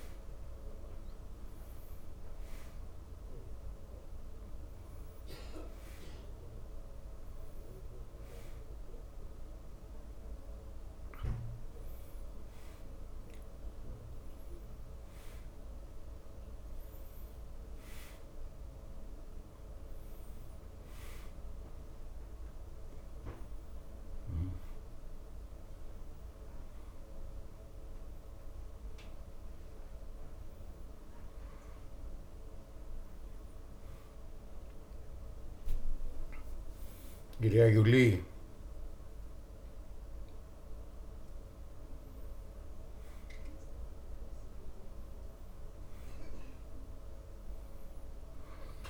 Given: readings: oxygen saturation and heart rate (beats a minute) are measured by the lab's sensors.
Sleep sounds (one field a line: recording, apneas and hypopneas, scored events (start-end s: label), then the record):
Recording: a person awake in a sleep study, hard to hear, by a room microphone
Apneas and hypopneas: none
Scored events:
none scored
From the record:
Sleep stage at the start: awake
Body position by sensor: on the back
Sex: male